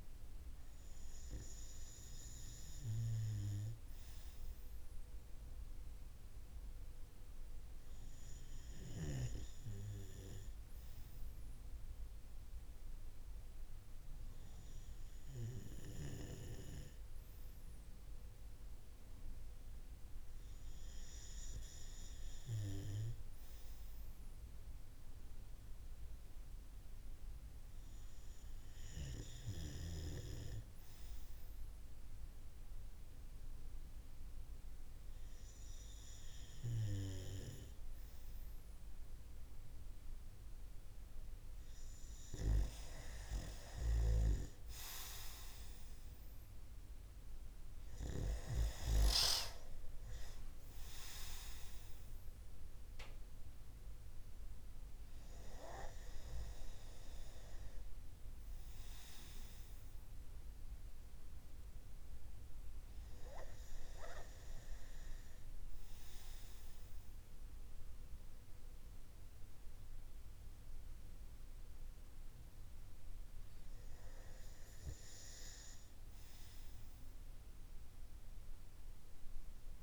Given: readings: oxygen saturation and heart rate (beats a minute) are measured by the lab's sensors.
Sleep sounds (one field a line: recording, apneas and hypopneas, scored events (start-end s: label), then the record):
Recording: breathing in sleep by a room microphone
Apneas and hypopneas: none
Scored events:
1.50-20.50 s: oxygen desaturation (device-marked, oxygen 97% before, 93% lowest)
48.50-53.00 s: arousal
From the record:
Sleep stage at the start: REM sleep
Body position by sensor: on the right side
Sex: male